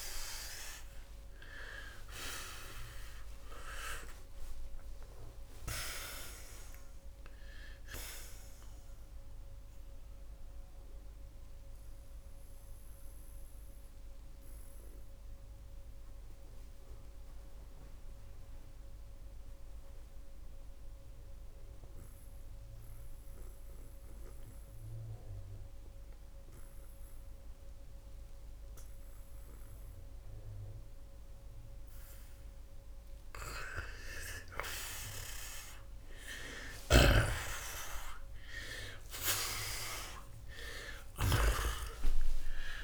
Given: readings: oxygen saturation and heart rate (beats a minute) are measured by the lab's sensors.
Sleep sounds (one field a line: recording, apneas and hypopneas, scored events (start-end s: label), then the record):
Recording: breathing in sleep by a room microphone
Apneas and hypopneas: 1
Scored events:
0.00-4.50 s: arousal
7.50-32.50 s: mixed apnea (oxygen 94% before, 88% lowest)
8.50-38.50 s: new sleep stage, N2 (light sleep)
20.50-33.50 s: oxygen desaturation (device-marked, oxygen 93% before, 88% lowest)
36.50-42.84 s: snoring (device-marked)
38.50-42.84 s: new sleep stage, awake
From the record:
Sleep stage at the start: N1 (lightest sleep)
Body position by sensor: on the right side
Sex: male